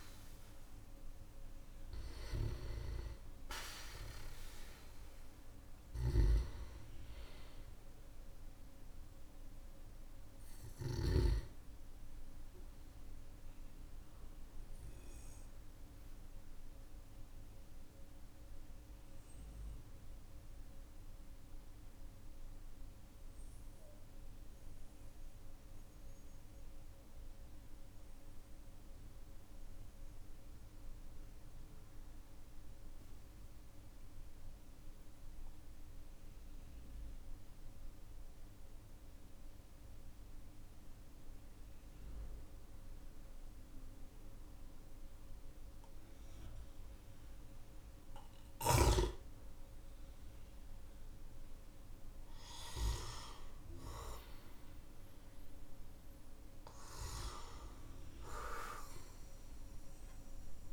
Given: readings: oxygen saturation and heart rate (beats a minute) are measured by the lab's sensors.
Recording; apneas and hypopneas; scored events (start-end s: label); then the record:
breathing in sleep by a room microphone; 1
1.50-10.50 s: snoring (device-marked)
5.00-31.00 s: oxygen desaturation (device-marked, oxygen 96% before, 91% lowest, heart rate 56 before, 44 extreme)
15.50-49.00 s: obstructive apnea (oxygen 97% before, 91% lowest, heart rate 51 before, 46 extreme)
50.50-56.00 s: arousal
From the record:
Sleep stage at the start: N2 (light sleep); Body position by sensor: on the back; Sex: male